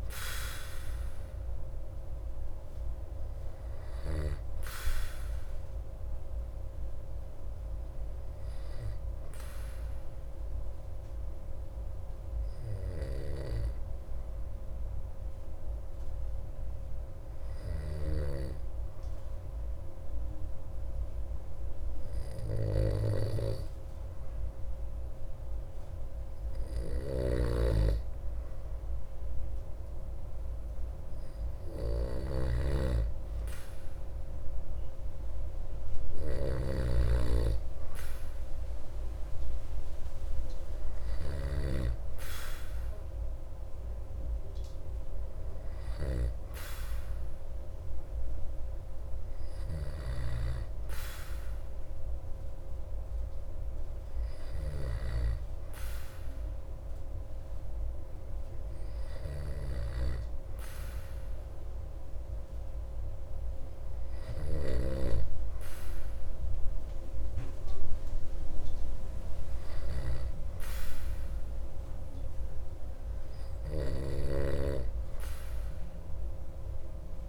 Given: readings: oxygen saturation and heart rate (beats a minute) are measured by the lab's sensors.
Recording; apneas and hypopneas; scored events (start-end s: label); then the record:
breathing in sleep by a room microphone; 1
0.00-3.00 s: oxygen desaturation (device-marked, oxygen 94% lowest)
9.50-25.50 s: hypopnea (oxygen 97% before, 93% lowest)
13.00-42.00 s: snoring (device-marked)
27.50-32.00 s: arousal
35.00-58.00 s: oxygen desaturation (device-marked, oxygen 97% before, 93% lowest)
59.00-65.00 s: snoring (device-marked)
From the record:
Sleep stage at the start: N2 (light sleep); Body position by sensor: on the back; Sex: male